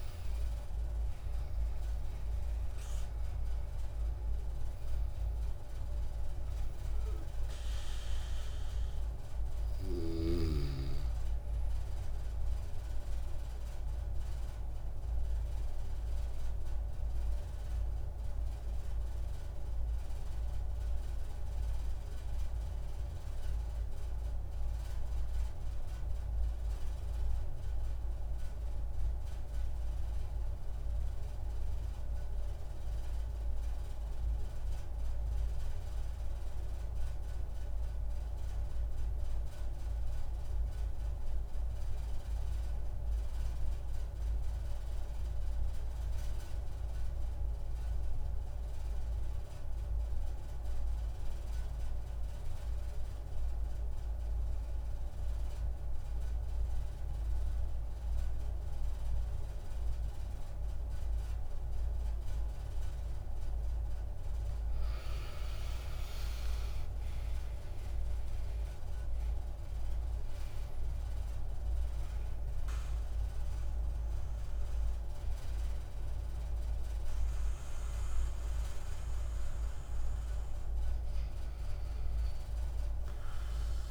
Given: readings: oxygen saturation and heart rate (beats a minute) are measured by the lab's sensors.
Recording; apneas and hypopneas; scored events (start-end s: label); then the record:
breathing in sleep, hard to hear, by a room microphone; 1
0.00-10.00 s: oxygen desaturation (device-marked, oxygen 91% lowest)
9.50-12.50 s: arousal
15.50-62.00 s: obstructive apnea (oxygen 96% before, 88% lowest)
43.00-83.91 s: oxygen desaturation (device-marked, oxygen 97% before, 88% lowest)
63.50-68.50 s: arousal
From the record:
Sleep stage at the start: N1 (lightest sleep); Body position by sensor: on the back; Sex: male